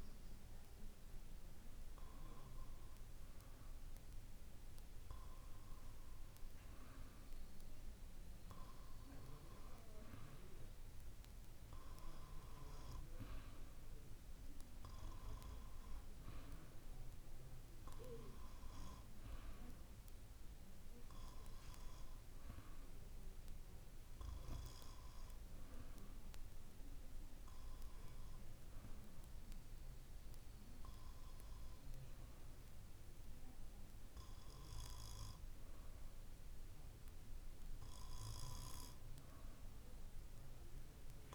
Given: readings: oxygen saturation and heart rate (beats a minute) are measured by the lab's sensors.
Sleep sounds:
breathing in sleep by a room microphone; none
none scored
From the record:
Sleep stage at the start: N2 (light sleep); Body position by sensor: on the back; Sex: male

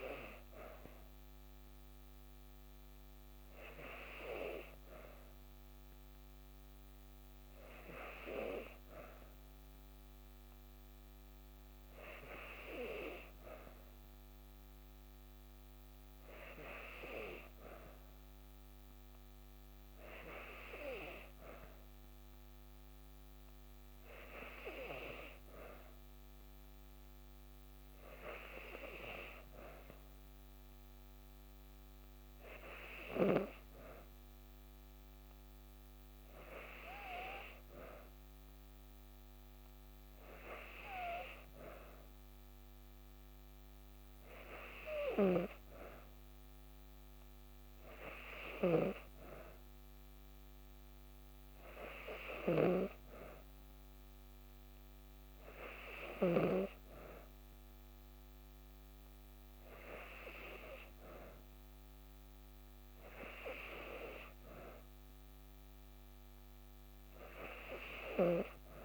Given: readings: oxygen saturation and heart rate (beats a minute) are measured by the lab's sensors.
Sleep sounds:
breathing in sleep by a microphone on the trachea; none
44.50-56.00 s: snoring (device-marked)
From the record:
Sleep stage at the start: N2 (light sleep); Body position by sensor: on the back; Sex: female

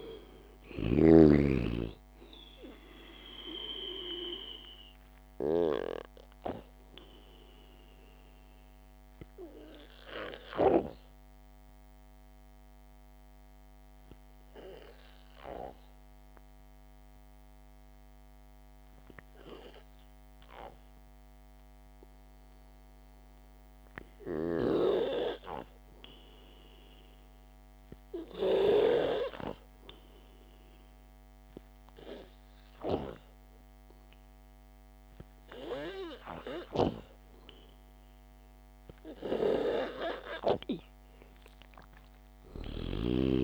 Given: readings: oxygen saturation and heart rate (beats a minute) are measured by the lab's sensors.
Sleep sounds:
breathing in sleep by a microphone on the trachea; 1
0.00-1.50 s: snoring (device-marked)
1.50-6.00 s: arousal
10.50-23.00 s: obstructive apnea (oxygen 98% before, 92% lowest, heart rate 55 before, 54 extreme, up 0 after)
19.00-28.00 s: oxygen desaturation (device-marked, oxygen 95% before, 92% lowest, heart rate 59 before, 54 extreme)
26.50-30.50 s: arousal
From the record:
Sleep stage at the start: N2 (light sleep); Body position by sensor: on the back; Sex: male

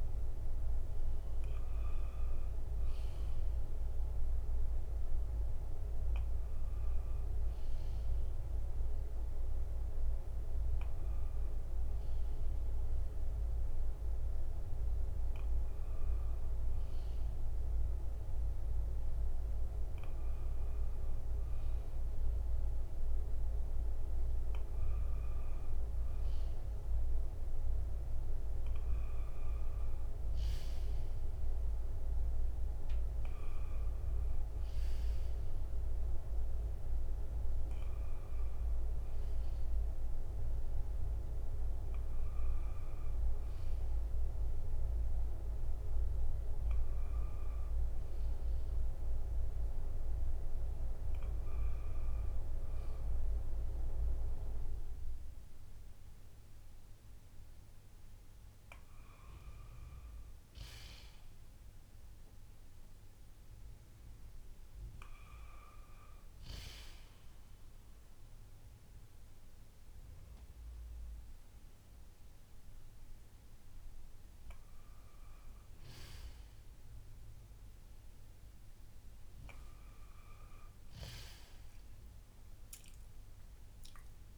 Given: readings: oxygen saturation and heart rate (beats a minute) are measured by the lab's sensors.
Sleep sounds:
breathing in sleep by a room microphone; 1
47.50-59.00 s: obstructive apnea (oxygen 96% before, 94% lowest, heart rate 63 before, 58 extreme, up 10 after)
60.00-63.50 s: arousal
82.00-84.38 s: arousal
From the record:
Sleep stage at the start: N1 (lightest sleep); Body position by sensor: on the back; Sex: male

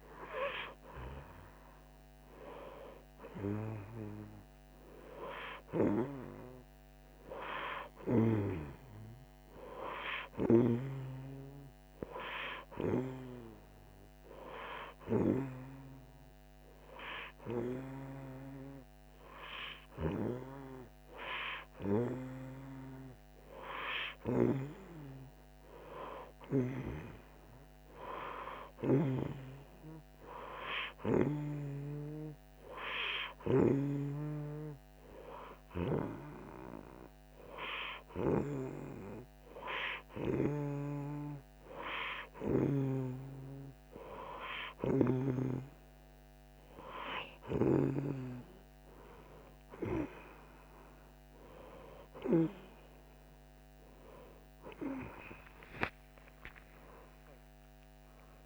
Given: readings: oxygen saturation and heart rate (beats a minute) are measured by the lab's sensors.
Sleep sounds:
breathing in sleep by a microphone on the trachea; 2
12.00-22.50 s: hypopnea (oxygen 91% before, 88% lowest)
23.50-27.50 s: arousal
30.00-41.50 s: hypopnea (oxygen 90% before, 88% lowest)
53.50-58.46 s: new sleep stage, awake
From the record:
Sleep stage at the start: N2 (light sleep); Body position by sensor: on the back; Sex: female

